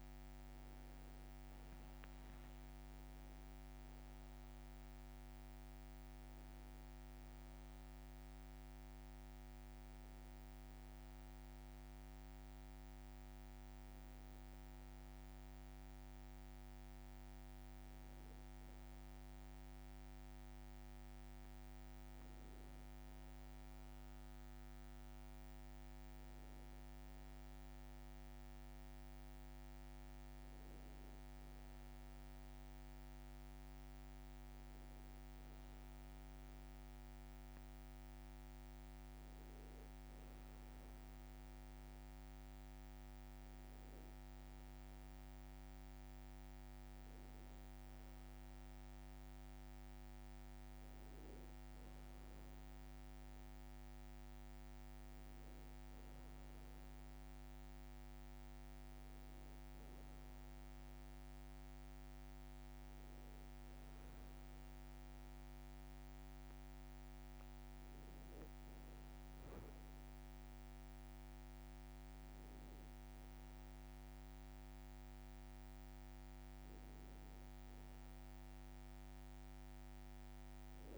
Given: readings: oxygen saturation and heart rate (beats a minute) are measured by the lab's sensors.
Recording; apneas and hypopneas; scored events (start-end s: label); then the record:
breathing in sleep, hard to hear, by a microphone on the trachea; none
2.00-4.00 s: long interval between heartbeats (device-marked, heart rate 57 before, 65 extreme)
From the record:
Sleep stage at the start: N2 (light sleep); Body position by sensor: on the back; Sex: male